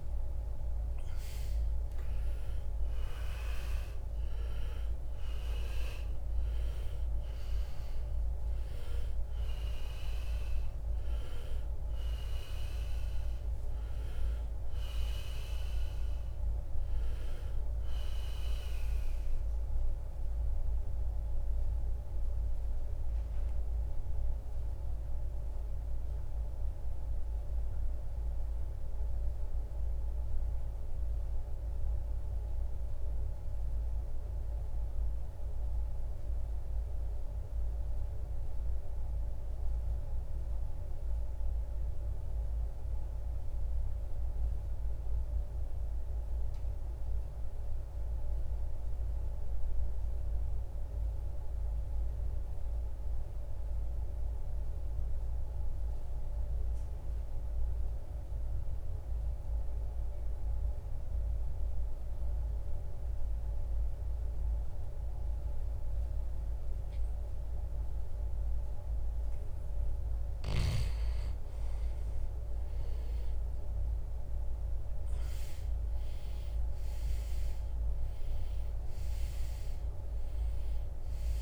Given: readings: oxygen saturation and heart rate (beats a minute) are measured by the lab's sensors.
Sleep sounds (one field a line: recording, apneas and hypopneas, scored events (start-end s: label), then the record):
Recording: breathing in sleep, hard to hear, by a room microphone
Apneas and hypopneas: 1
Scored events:
0.00-3.50 s: arousal
27.00-69.50 s: mixed apnea (oxygen 98% before, 80% lowest, heart rate 74 before, 54 extreme, up 13 after)
31.50-51.50 s: oxygen desaturation (device-marked, oxygen 95% before, 81% lowest, heart rate 74 before, 54 extreme)
71.50-77.00 s: arousal
From the record:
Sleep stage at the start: N2 (light sleep)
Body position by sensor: on the right side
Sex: male